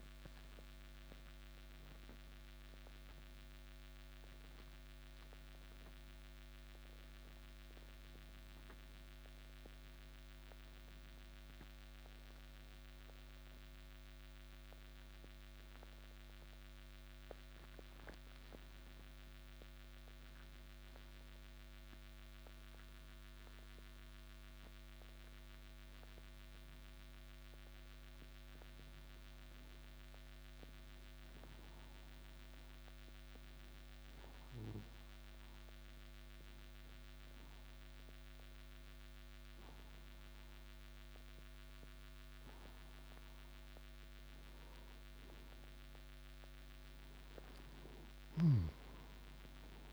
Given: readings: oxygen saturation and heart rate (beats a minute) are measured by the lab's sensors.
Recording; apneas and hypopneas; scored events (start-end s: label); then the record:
breathing in sleep, hard to hear, by a microphone on the trachea; 1
31.50-43.50 s: hypopnea (oxygen 95% before, 89% lowest, heart rate 111 before, 45 extreme)
45.50-49.93 s: arousal
From the record:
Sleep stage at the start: N2 (light sleep); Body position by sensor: on the right side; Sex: male